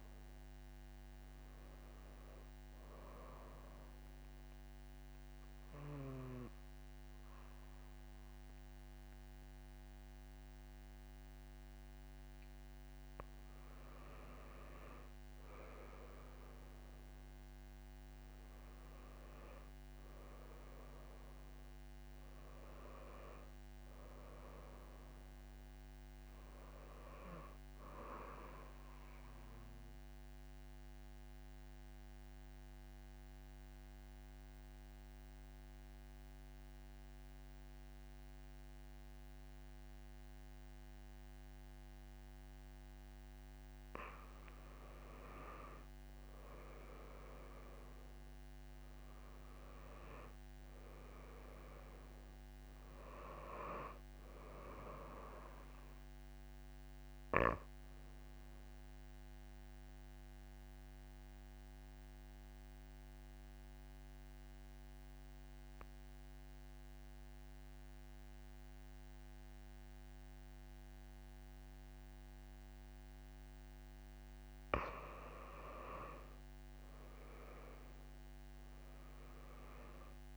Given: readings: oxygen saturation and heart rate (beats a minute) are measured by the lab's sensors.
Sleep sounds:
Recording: breathing in sleep by a microphone on the trachea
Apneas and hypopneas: 3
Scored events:
2.50-13.00 s: obstructive apnea (oxygen 99% before, 94% lowest)
15.00-18.00 s: arousal
28.50-44.00 s: obstructive apnea (oxygen 98% before, 92% lowest)
45.50-48.00 s: arousal
48.00-68.00 s: oxygen desaturation (device-marked, oxygen 98% before, 94% lowest)
56.50-73.50 s: obstructive apnea (oxygen 98% before, 91% lowest)
75.50-78.50 s: arousal
From the record:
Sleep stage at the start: N2 (light sleep)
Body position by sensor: on the back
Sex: female

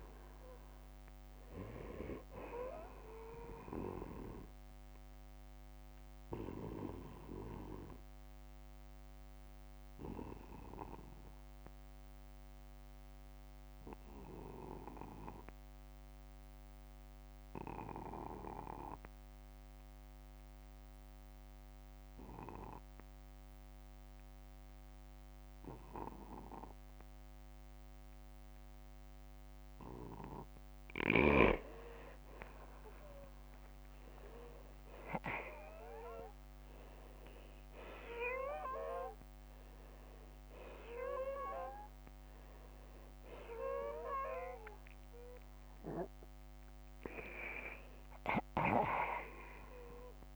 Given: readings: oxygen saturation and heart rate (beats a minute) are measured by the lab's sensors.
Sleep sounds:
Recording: breathing in sleep by a microphone on the trachea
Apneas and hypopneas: 1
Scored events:
1.50-3.50 s: long interval between heartbeats (device-marked, heart rate 62 before, 65 extreme)
4.50-29.50 s: obstructive apnea (oxygen 95% before, 84% lowest, heart rate 64 before, 38 extreme, up 23 after)
10.00-28.00 s: oxygen desaturation (device-marked, oxygen 93% before, 84% lowest, heart rate 65 before, 38 extreme)
32.00-37.00 s: arousal
From the record:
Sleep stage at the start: N2 (light sleep)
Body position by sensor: on the back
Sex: male

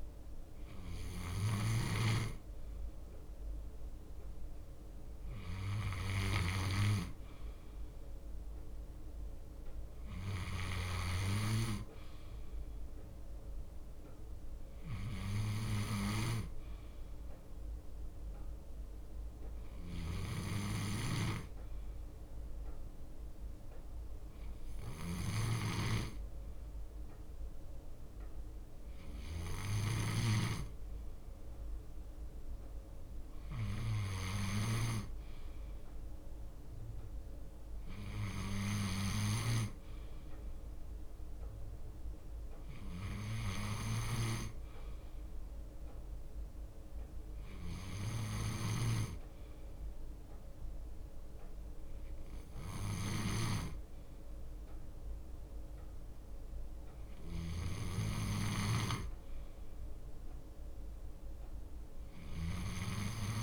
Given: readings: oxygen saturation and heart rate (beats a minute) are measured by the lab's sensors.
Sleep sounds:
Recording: breathing in sleep by a room microphone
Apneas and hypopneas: none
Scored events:
0.00-4.00 s: bradycardia (device-marked, heart rate 59 extreme)
6.00-13.00 s: bradycardia (device-marked, heart rate 59 before, 59 extreme)
14.00-37.00 s: bradycardia (device-marked, heart rate 59 before, 58 extreme)
15.00-19.00 s: leg movement (device-marked)
21.00-26.00 s: leg movement (device-marked)
33.50-36.00 s: leg movement (device-marked)
36.50-39.50 s: leg movement (device-marked)
41.00-47.00 s: leg movement (device-marked)
49.00-51.00 s: bradycardia (device-marked, heart rate 59 before, 60 extreme)
52.00-61.00 s: bradycardia (device-marked, heart rate 59 before, 59 extreme)
53.00-56.50 s: leg movement (device-marked)
58.50-63.43 s: leg movement (device-marked)
62.00-63.43 s: bradycardia (device-marked, heart rate 59 before, 59 extreme)
From the record:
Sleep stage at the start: N2 (light sleep)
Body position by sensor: on the left side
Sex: male

